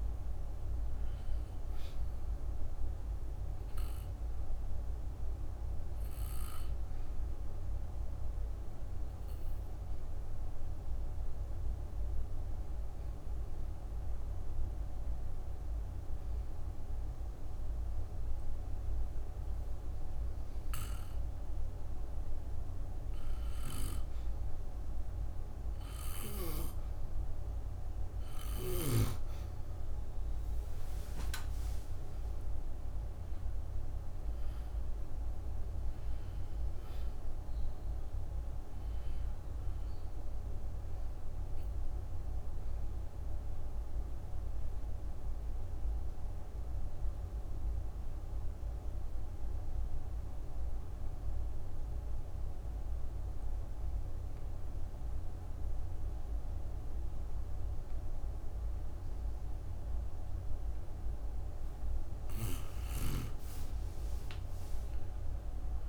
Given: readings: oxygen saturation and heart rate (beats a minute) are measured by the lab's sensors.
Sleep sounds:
breathing in sleep, hard to hear, by a room microphone; 2
0.00-22.50 s: oxygen desaturation (device-marked, oxygen 91% lowest, heart rate 60 extreme)
8.00-20.50 s: obstructive apnea (oxygen 99% before, 91% lowest, heart rate 66 before, 60 extreme, up 10 after)
22.50-25.50 s: arousal
36.50-58.50 s: oxygen desaturation (device-marked, oxygen 97% before, 91% lowest, heart rate 67 before, 57 extreme)
40.00-60.00 s: obstructive apnea (oxygen 97% before, 87% lowest, heart rate 67 before, 57 extreme, up 19 after)
From the record:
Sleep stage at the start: N2 (light sleep); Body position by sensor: on the back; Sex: female

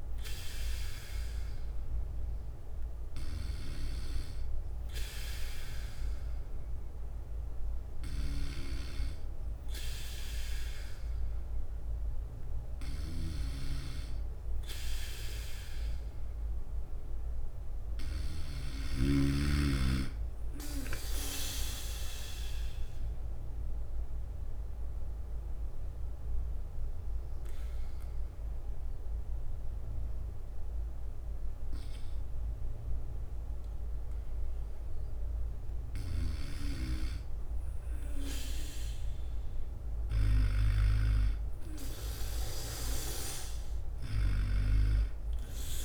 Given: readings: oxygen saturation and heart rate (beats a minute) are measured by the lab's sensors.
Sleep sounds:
breathing in sleep by a room microphone; 1
0.00-1.00 s: bradycardia (device-marked, heart rate 60 extreme)
2.00-11.00 s: bradycardia (device-marked, heart rate 59 before, 59 extreme)
21.00-45.85 s: new sleep stage, N2 (light sleep)
22.50-35.50 s: obstructive apnea (oxygen 94% before, 91% lowest, heart rate 60 before, 53 extreme, up 4 after)
23.00-39.00 s: drop in pulse transit time (device-marked, heart rate 60 before, 56 extreme)
23.00-40.00 s: bradycardia (device-marked, heart rate 59 before, 56 extreme)
39.00-42.50 s: arousal
From the record:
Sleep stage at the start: N3 (deep sleep); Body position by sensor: on the back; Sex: male

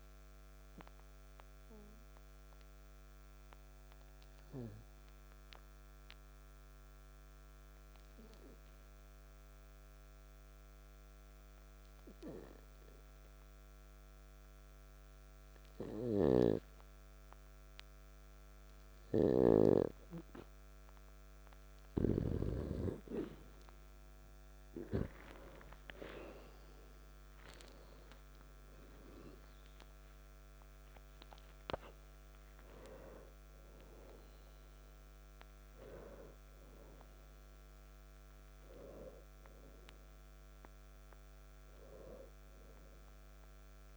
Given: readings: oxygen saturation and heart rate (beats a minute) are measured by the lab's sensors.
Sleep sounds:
breathing in sleep by a microphone on the trachea; 1
0.00-17.50 s: oxygen desaturation (device-marked, oxygen 90% lowest, heart rate 50 extreme)
0.50-18.00 s: hypopnea (oxygen 98% before, 90% lowest, heart rate 59 before, 50 extreme, up 0 after)
22.50-27.00 s: arousal
From the record:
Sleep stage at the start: N2 (light sleep); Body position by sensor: on the back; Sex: male

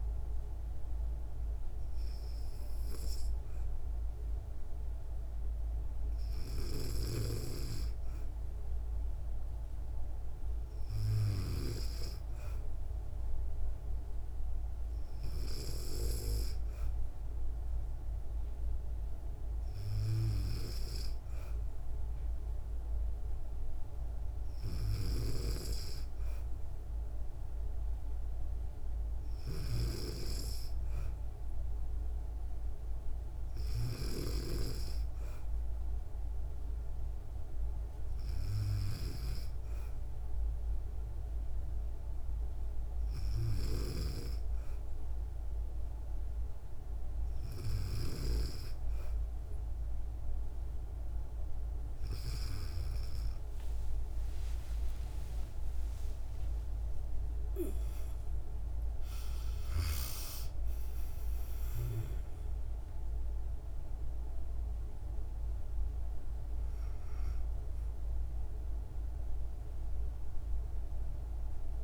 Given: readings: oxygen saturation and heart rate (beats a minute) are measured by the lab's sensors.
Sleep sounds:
breathing in sleep by a room microphone; none
53.00-58.00 s: arousal
From the record:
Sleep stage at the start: N2 (light sleep); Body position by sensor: on the back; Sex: female

